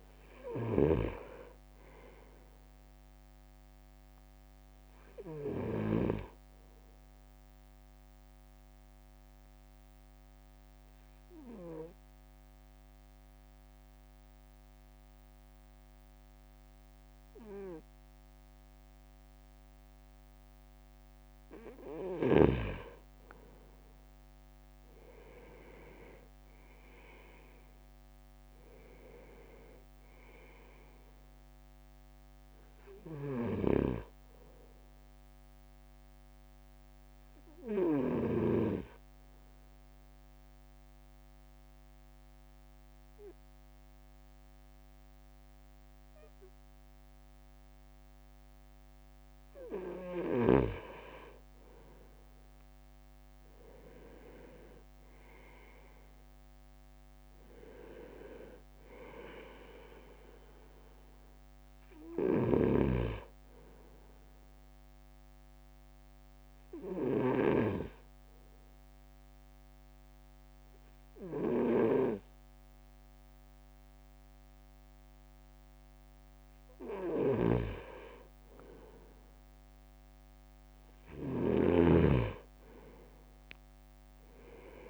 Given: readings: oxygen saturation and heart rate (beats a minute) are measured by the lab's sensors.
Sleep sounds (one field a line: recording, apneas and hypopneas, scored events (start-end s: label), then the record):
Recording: breathing in sleep by a microphone on the trachea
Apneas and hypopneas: 3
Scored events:
0.00-6.00 s: drop in pulse transit time (device-marked, heart rate 52 extreme)
0.50-6.50 s: snoring (device-marked)
8.50-21.50 s: obstructive apnea (oxygen 99% before, 95% lowest, heart rate 54 before, 52 extreme, up 9 after)
24.00-27.50 s: leg movement (device-marked)
24.50-28.00 s: arousal
25.00-39.00 s: drop in pulse transit time (device-marked, heart rate 54 before, 54 extreme)
35.00-49.00 s: obstructive apnea (oxygen 98% before, 97% lowest, heart rate 57 before, 50 extreme, up 5 after)
52.00-53.50 s: leg movement (device-marked)
54.00-65.00 s: drop in pulse transit time (device-marked, heart rate 55 before, 50 extreme)
54.50-57.50 s: arousal
62.50-68.00 s: snoring (device-marked)
65.00-77.50 s: obstructive apnea (oxygen 98% before, 97% lowest, heart rate 55 before, 53 extreme, up 5 after)
77.50-82.00 s: snoring (device-marked)
83.00-84.89 s: leg movement (device-marked)
From the record:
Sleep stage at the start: N2 (light sleep)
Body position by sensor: on the right side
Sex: male